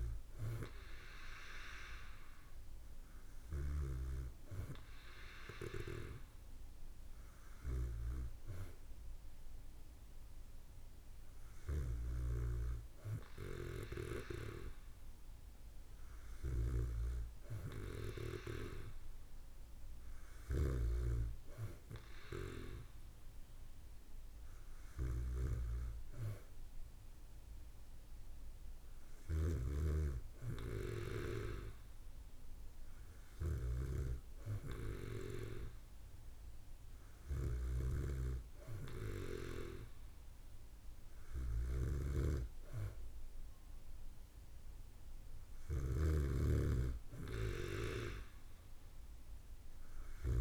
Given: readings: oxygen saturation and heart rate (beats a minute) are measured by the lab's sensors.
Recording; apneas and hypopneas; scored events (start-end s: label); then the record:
breathing in sleep by a room microphone; none
0.00-15.00 s: oxygen desaturation (device-marked, oxygen 93% lowest, heart rate 57 extreme)
38.00-50.41 s: snoring (device-marked)
From the record:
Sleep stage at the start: N2 (light sleep); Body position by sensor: on the back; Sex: female